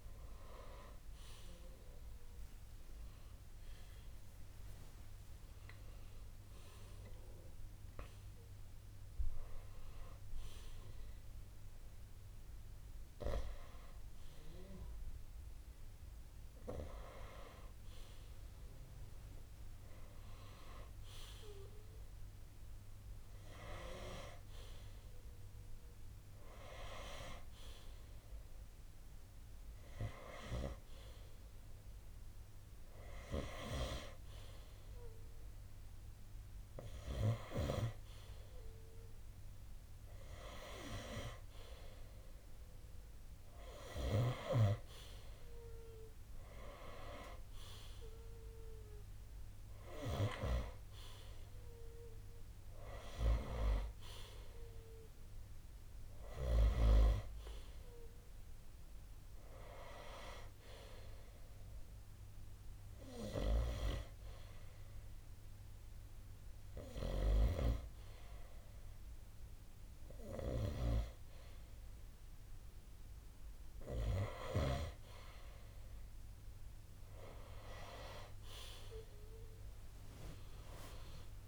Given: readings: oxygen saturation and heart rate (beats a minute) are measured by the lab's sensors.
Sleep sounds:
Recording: breathing in sleep by a room microphone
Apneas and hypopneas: 1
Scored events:
62.00-74.50 s: hypopnea (oxygen 92% before, 89% lowest)
78.50-81.47 s: arousal
79.00-81.47 s: oxygen desaturation (device-marked, oxygen 92% before, 89% lowest)
From the record:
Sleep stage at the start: N2 (light sleep)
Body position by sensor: on the right side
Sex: male

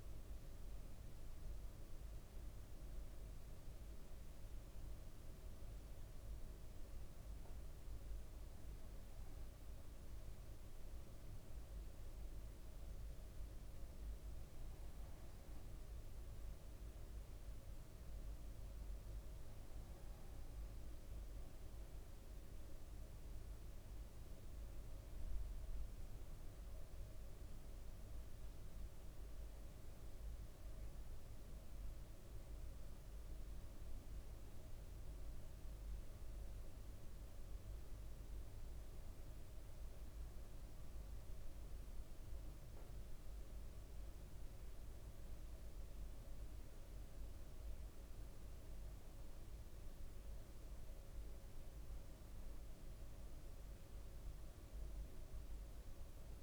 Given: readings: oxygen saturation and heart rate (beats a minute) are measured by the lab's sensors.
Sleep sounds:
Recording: breathing in sleep, hard to hear, by a room microphone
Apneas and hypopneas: none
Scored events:
none scored
From the record:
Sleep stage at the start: N1 (lightest sleep)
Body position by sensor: on the right side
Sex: male

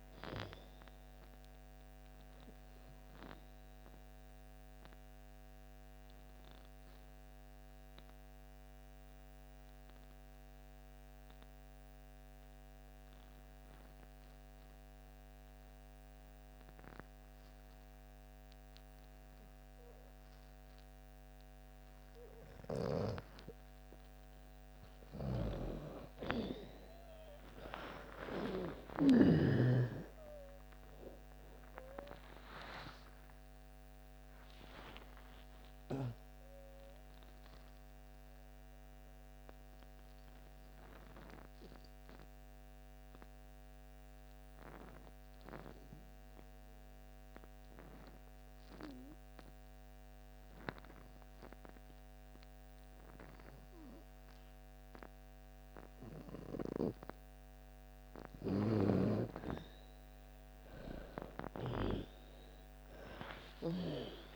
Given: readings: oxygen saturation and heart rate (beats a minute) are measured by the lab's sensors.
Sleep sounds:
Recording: breathing in sleep by a microphone on the trachea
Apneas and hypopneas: 2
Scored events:
0.00-15.50 s: oxygen desaturation (device-marked, oxygen 85% lowest)
4.00-22.50 s: mixed apnea (oxygen 95% before, 84% lowest)
27.00-33.50 s: arousal
28.50-38.50 s: oxygen desaturation (device-marked, oxygen 97% before, 87% lowest)
38.50-57.00 s: obstructive apnea (oxygen 97% before, 82% lowest)
44.50-55.50 s: oxygen desaturation (device-marked, oxygen 91% before, 84% lowest)
57.50-64.36 s: oxygen desaturation (device-marked, oxygen 98% before, 87% lowest)
62.00-64.36 s: arousal
From the record:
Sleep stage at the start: N2 (light sleep)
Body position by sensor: on the back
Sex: female

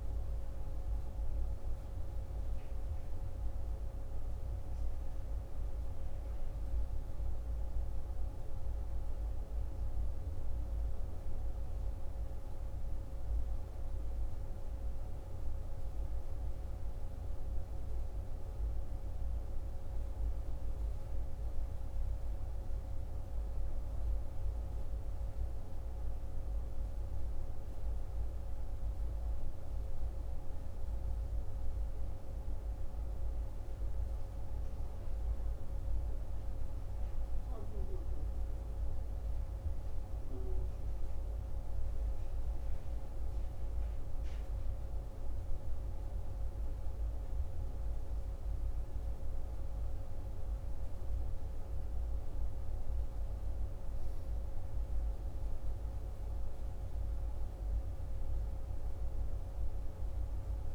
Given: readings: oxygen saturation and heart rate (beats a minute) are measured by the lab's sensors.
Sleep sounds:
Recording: breathing in sleep, hard to hear, by a room microphone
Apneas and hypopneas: none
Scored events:
none scored
From the record:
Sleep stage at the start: N1 (lightest sleep)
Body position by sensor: on the right side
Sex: male

